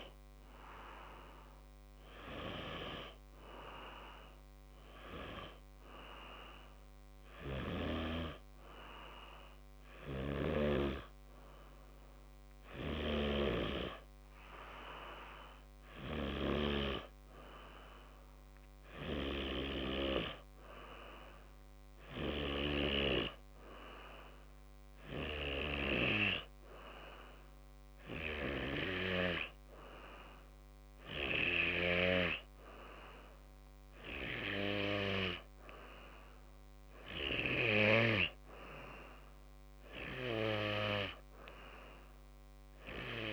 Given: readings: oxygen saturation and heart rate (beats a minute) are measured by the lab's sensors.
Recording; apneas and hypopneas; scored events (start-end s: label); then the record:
breathing in sleep by a microphone on the trachea; none
26.50-29.50 s: oxygen desaturation (device-marked, oxygen 96% before, 95% lowest, heart rate 58 before, 60 extreme)
From the record:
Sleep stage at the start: N2 (light sleep); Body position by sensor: on the back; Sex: male